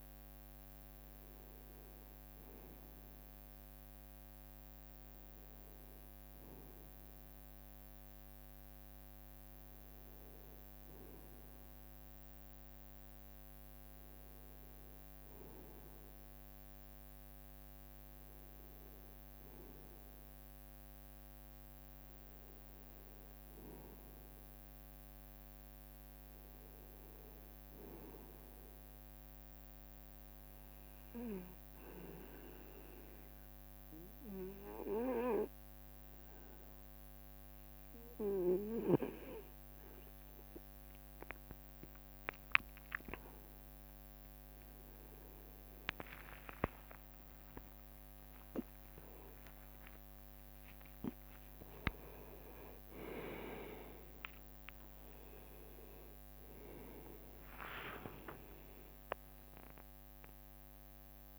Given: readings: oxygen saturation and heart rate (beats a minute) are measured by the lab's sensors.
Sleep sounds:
a person awake in a sleep study, by a microphone on the trachea; none
1.00-3.50 s: leg movement (device-marked)
40.50-43.00 s: leg movement (device-marked)
45.50-46.50 s: drop in pulse transit time (device-marked, heart rate 71 before, 75 extreme)
46.00-56.00 s: leg movement (device-marked)
47.00-49.00 s: long interval between heartbeats (device-marked, heart rate 72 before, 86 extreme)
49.50-51.50 s: long interval between heartbeats (device-marked, heart rate 74 before, 94 extreme)
54.50-61.38 s: tachycardia (device-marked, heart rate 72 before, 123 extreme)
58.50-60.50 s: long interval between heartbeats (device-marked, heart rate 84 before, 122 extreme)
From the record:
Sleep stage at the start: awake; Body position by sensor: on the right side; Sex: male

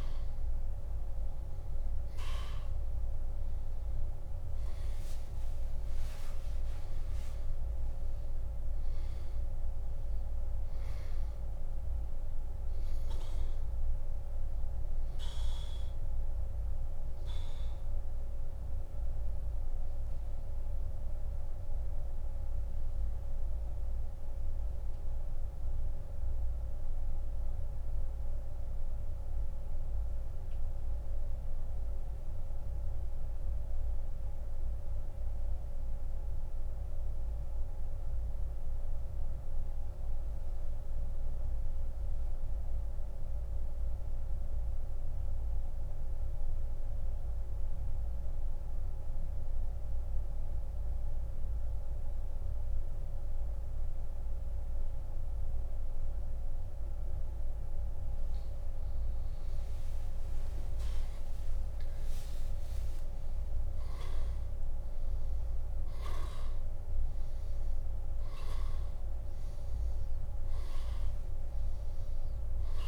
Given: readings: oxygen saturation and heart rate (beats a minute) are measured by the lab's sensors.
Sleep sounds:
breathing in sleep, hard to hear, by a room microphone; 1
12.50-49.50 s: oxygen desaturation (device-marked, oxygen 96% before, 88% lowest)
21.50-57.00 s: mixed apnea (oxygen 98% before, 85% lowest)
59.50-64.00 s: arousal
66.50-72.88 s: oxygen desaturation (device-marked, oxygen 97% before, 93% lowest)
From the record:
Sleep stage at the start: N2 (light sleep); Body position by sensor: on the back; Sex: male

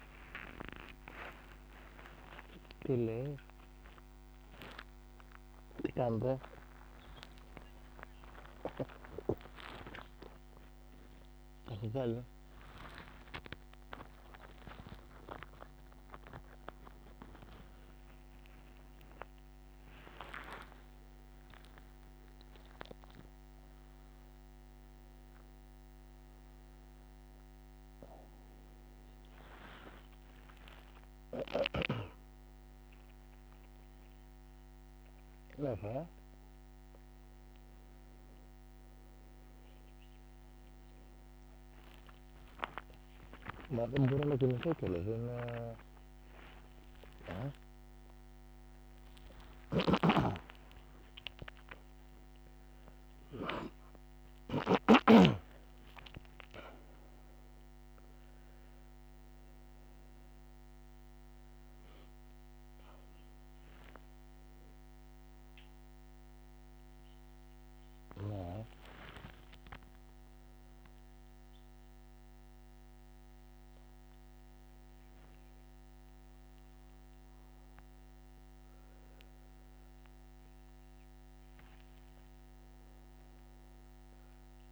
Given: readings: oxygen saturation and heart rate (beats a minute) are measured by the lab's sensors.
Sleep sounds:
a person awake in a sleep study, by a microphone on the trachea; none
0.00-9.00 s: oxygen desaturation (device-marked, oxygen 89% lowest)
15.00-20.00 s: oxygen desaturation (device-marked, oxygen 91% before, 86% lowest, heart rate 36 before, 48 extreme)
43.00-54.50 s: snoring (device-marked)
From the record:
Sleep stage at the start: awake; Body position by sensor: on the back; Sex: male

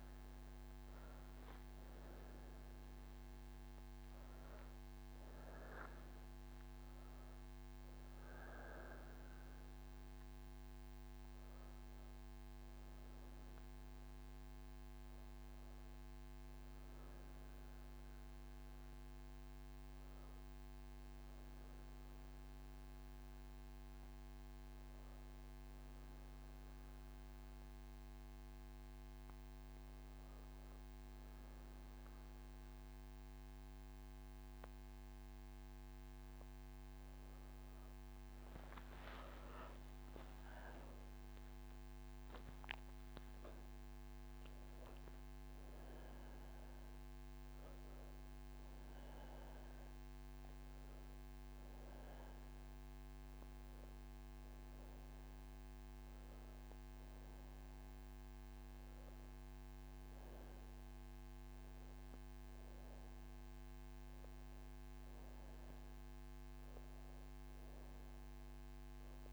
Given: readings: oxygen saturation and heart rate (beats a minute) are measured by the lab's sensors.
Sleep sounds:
breathing in sleep, hard to hear, by a microphone on the trachea; none
none scored
From the record:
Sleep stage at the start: N3 (deep sleep); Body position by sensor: on the back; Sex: female

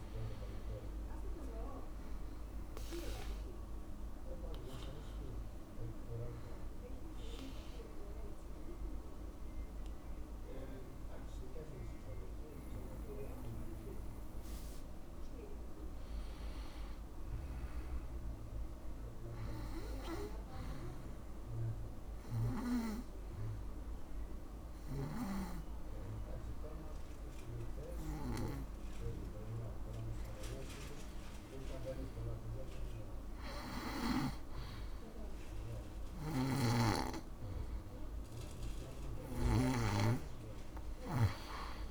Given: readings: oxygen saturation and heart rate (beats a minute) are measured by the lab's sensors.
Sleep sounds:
breathing in sleep by a room microphone; 1
4.50-14.50 s: oxygen desaturation (device-marked, oxygen 99% before, 95% lowest, heart rate 63 before, 60 extreme)
7.00-17.00 s: mixed apnea (oxygen 99% before, 94% lowest, heart rate 63 before, 60 extreme, up 0 after)
18.50-22.50 s: arousal
37.00-40.50 s: snoring (device-marked)
From the record:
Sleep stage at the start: N2 (light sleep); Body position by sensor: on the back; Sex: male

